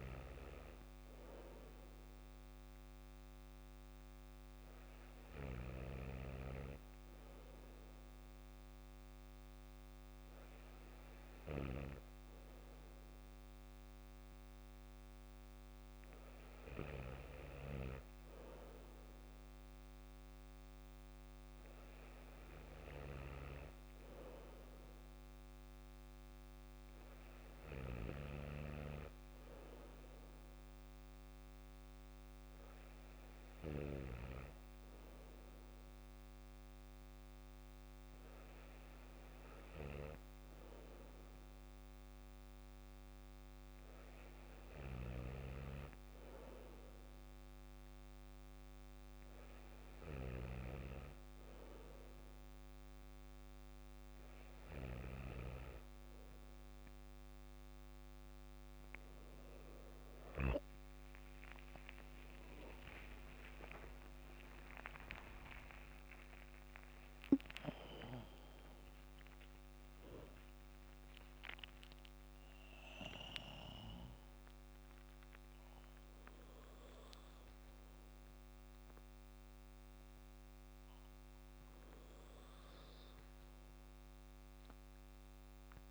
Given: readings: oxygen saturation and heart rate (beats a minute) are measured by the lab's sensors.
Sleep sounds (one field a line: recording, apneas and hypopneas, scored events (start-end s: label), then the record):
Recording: breathing in sleep by a microphone on the trachea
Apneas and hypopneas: none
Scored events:
61.00-66.00 s: arousal
61.00-68.00 s: tachycardia (device-marked, heart rate 55 before, 140 extreme)
62.00-64.00 s: long interval between heartbeats (device-marked, heart rate 57 before, 75 extreme)
64.50-66.50 s: long interval between heartbeats (device-marked, heart rate 60 before, 113 extreme)
From the record:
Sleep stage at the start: N2 (light sleep)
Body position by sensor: on the back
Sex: male